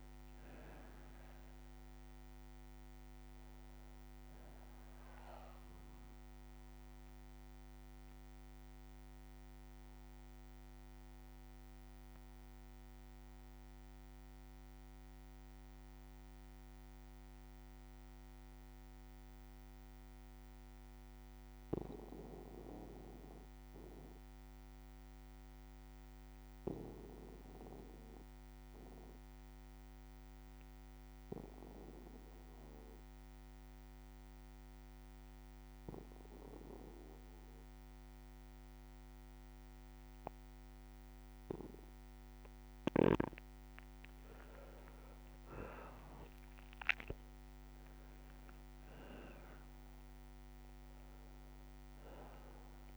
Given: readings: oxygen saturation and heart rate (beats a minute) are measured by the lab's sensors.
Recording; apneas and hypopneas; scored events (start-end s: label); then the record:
breathing in sleep by a microphone on the trachea; 1
0.00-18.50 s: oxygen desaturation (device-marked, oxygen 92% lowest, heart rate 58 extreme)
7.50-41.00 s: obstructive apnea (oxygen 99% before, 91% lowest, heart rate 64 before, 58 extreme, up 13 after)
9.50-21.50 s: bradycardia (device-marked, heart rate 63 before, 58 extreme)
35.50-52.97 s: oxygen desaturation (device-marked, oxygen 99% before, 91% lowest, heart rate 60 before, 58 extreme)
43.50-48.50 s: arousal
48.00-50.00 s: long interval between heartbeats (device-marked, heart rate 61 before, 73 extreme)
From the record:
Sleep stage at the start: N2 (light sleep); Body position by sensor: on the back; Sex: male